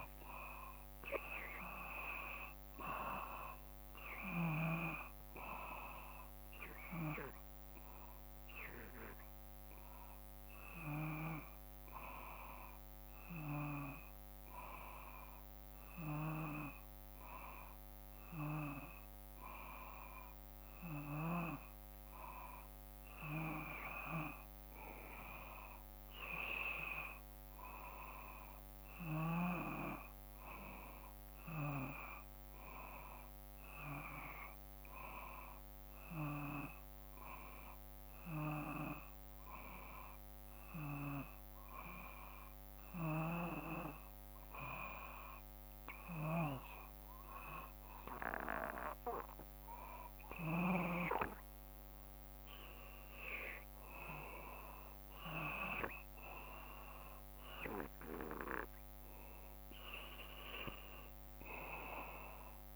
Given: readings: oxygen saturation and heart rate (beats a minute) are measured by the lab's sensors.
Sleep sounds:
breathing in sleep by a microphone on the trachea; 2
1.50-5.50 s: arousal
8.50-20.50 s: hypopnea (oxygen 93% before, 91% lowest, heart rate 55 before, 53 extreme, up 2 after)
24.50-28.50 s: arousal
34.50-48.50 s: hypopnea (oxygen 94% before, 91% lowest, heart rate 54 before, 53 extreme, up 3 after)
52.00-56.00 s: arousal
From the record:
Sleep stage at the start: N2 (light sleep); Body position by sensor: on the back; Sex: male

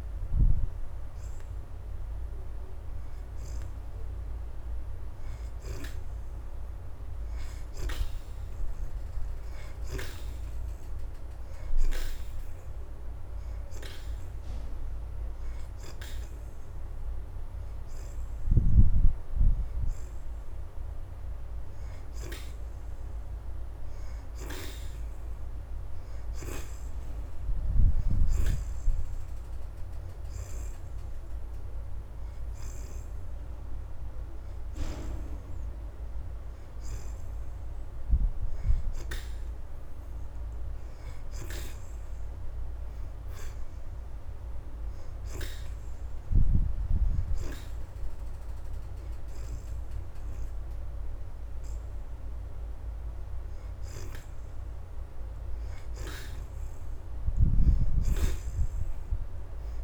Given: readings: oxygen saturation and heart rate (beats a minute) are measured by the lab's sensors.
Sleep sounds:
breathing in sleep by a room microphone; none
0.00-13.00 s: oxygen desaturation (device-marked, oxygen 60% lowest, heart rate 84 extreme)
15.00-28.00 s: oxygen desaturation (device-marked, oxygen 69% before, 60% lowest, heart rate 86 before, 82 extreme)
34.00-46.00 s: oxygen desaturation (device-marked, oxygen 71% before, 61% lowest, heart rate 87 before, 82 extreme)
48.00-59.84 s: oxygen desaturation (device-marked, oxygen 70% before, 59% lowest, heart rate 85 before, 82 extreme)
From the record:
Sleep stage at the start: N2 (light sleep); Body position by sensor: on the back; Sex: female

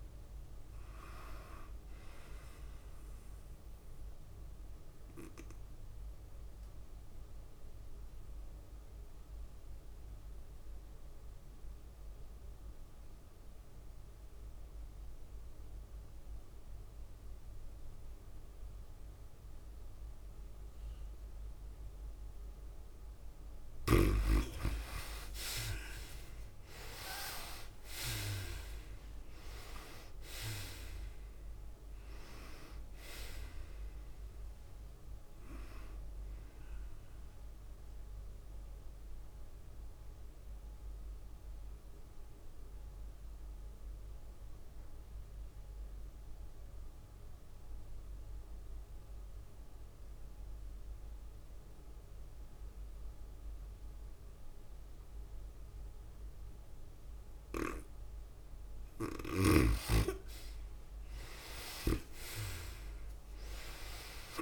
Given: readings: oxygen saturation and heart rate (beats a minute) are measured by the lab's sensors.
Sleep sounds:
breathing in sleep by a room microphone; 2
0.00-11.50 s: tachycardia (device-marked, heart rate 110 extreme)
6.00-23.00 s: obstructive apnea (oxygen 98% before, 75% lowest, heart rate 108 before, 94 extreme, up 9 after)
15.50-45.50 s: oxygen desaturation (device-marked, oxygen 96% before, 78% lowest, heart rate 104 before, 94 extreme)
26.50-43.50 s: tachycardia (device-marked, heart rate 109 before, 107 extreme)
27.50-31.50 s: arousal
30.50-43.50 s: drop in pulse transit time (device-marked, heart rate 98 before, 102 extreme)
40.00-58.50 s: obstructive apnea (oxygen 96% before, 73% lowest, heart rate 101 before, 96 extreme, up 7 after)
56.50-64.42 s: oxygen desaturation (device-marked, oxygen 98% before, 75% lowest, heart rate 101 before, 91 extreme)
61.50-64.42 s: arousal
61.50-64.42 s: tachycardia (device-marked, heart rate 107 before, 106 extreme)
From the record:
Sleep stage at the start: N2 (light sleep); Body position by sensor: on the back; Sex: female

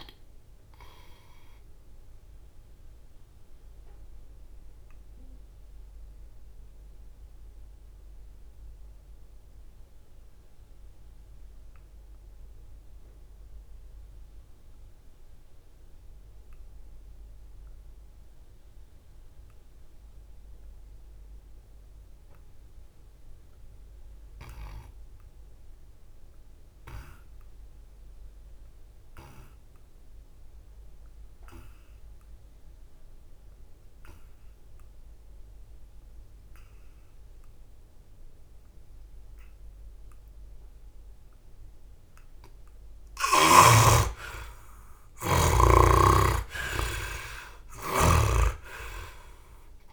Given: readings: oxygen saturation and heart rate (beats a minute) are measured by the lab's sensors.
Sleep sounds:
breathing in sleep by a room microphone; 1
0.00-19.00 s: oxygen desaturation (device-marked, oxygen 57% lowest, heart rate 62 extreme)
0.50-41.50 s: obstructive apnea (oxygen 89% before, 57% lowest, heart rate 77 before, 62 extreme, up 12 after)
34.00-49.93 s: oxygen desaturation (device-marked, oxygen 90% before, 57% lowest, heart rate 65 before, 61 extreme)
44.50-48.00 s: arousal
From the record:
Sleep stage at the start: N2 (light sleep); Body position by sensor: on the back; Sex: male

